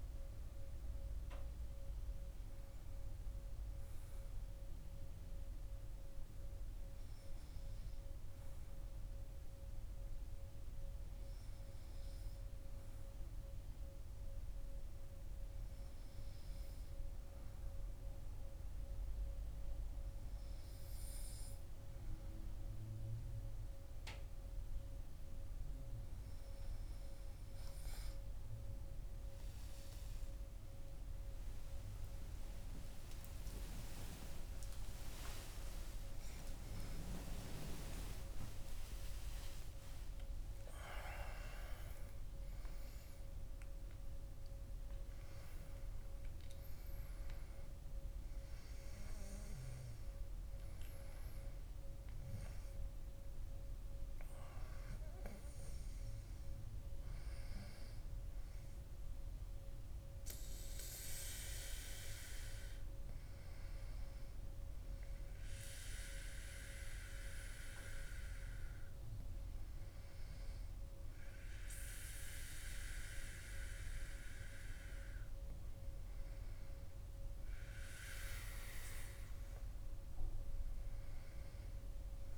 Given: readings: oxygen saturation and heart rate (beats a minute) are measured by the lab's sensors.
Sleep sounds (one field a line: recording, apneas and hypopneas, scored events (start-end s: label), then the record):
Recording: breathing in sleep by a room microphone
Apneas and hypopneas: none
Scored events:
1.50-82.38 s: new sleep stage, N2 (light sleep)
31.50-39.50 s: arousal
From the record:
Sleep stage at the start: N3 (deep sleep)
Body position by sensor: on the back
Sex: male